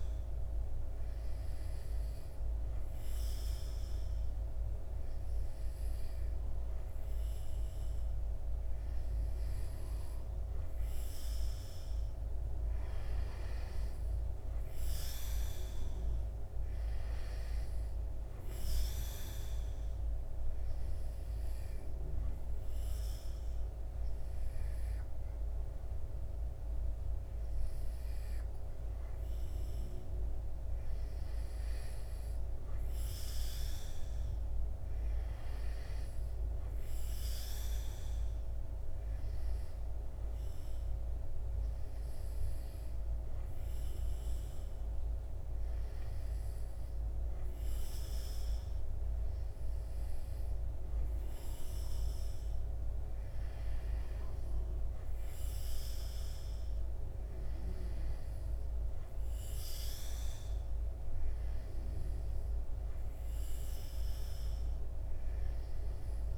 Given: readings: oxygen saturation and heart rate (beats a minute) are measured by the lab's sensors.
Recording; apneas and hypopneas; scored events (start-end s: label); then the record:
breathing in sleep, hard to hear, by a room microphone; none
none scored
From the record:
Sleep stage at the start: N2 (light sleep); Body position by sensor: on the back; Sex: male